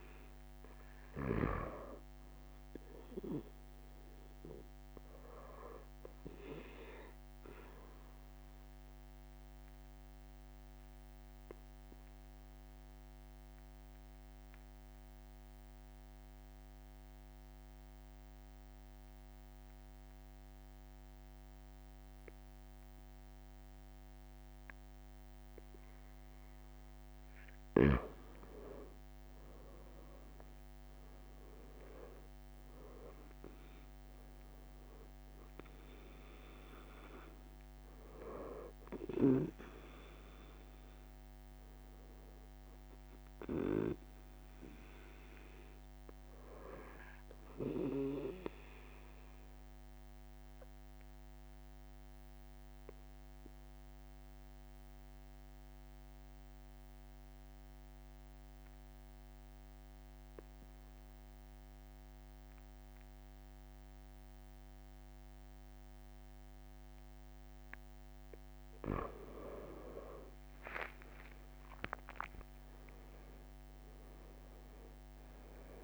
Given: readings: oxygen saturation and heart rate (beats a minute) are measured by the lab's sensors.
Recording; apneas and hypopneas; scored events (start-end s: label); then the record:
breathing in sleep by a microphone on the trachea; 2
3.50-5.50 s: long interval between heartbeats (device-marked, heart rate 36 before, 39 extreme)
5.50-18.50 s: oxygen desaturation (device-marked, oxygen 94% before, 91% lowest)
6.50-26.50 s: obstructive apnea (oxygen 97% before, 91% lowest)
10.00-12.00 s: long interval between heartbeats (device-marked, heart rate 33 before, 48 extreme)
29.00-32.50 s: arousal
30.00-32.00 s: long interval between heartbeats (device-marked, heart rate 49 before, 48 extreme)
37.50-39.50 s: long interval between heartbeats (device-marked, heart rate 44 before, 25 extreme)
42.50-44.50 s: long interval between heartbeats (device-marked, heart rate 38 before, 29 extreme)
48.00-67.50 s: obstructive apnea (oxygen 97% before, 93% lowest, heart rate 33 before, 38 extreme, up 10 after)
64.50-75.84 s: new sleep stage, REM sleep
70.50-75.00 s: arousal
From the record:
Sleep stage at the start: N2 (light sleep); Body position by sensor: on the right side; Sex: male